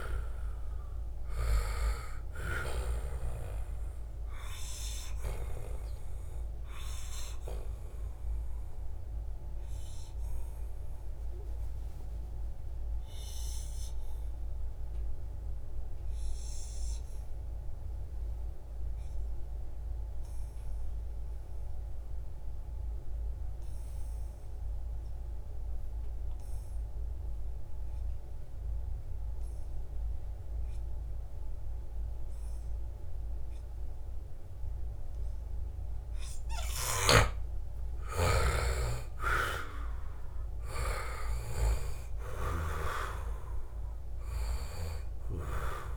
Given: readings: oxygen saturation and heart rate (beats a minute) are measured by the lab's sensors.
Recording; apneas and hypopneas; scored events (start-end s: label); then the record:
breathing in sleep by a room microphone; 1
0.00-16.50 s: oxygen desaturation (device-marked, oxygen 91% lowest, heart rate 70 extreme)
4.50-36.00 s: obstructive apnea (oxygen 97% before, 87% lowest, heart rate 78 before, 70 extreme, up 4 after)
33.50-45.97 s: oxygen desaturation (device-marked, oxygen 97% before, 87% lowest, heart rate 73 before, 71 extreme)
36.50-42.50 s: snoring (device-marked)
37.50-42.00 s: arousal
From the record:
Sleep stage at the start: N2 (light sleep); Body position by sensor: on the back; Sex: male